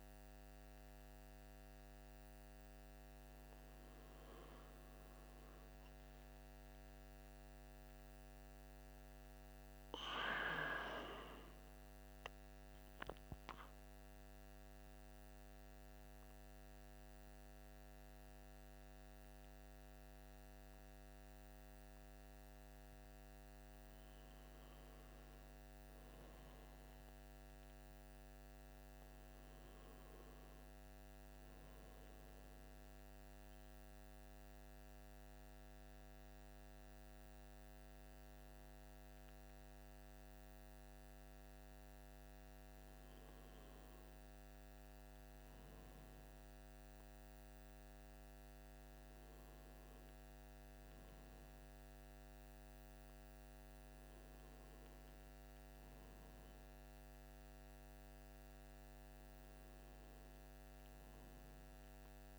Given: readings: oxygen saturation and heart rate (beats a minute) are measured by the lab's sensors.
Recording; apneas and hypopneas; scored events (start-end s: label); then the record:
breathing in sleep, hard to hear, by a microphone on the trachea; 1
1.50-6.50 s: arousal
9.00-22.50 s: central apnea (oxygen 97% before, 96% lowest, heart rate 44 before, 33 extreme, up 22 after)
25.00-28.50 s: arousal
From the record:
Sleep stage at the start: N1 (lightest sleep); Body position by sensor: on the right side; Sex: male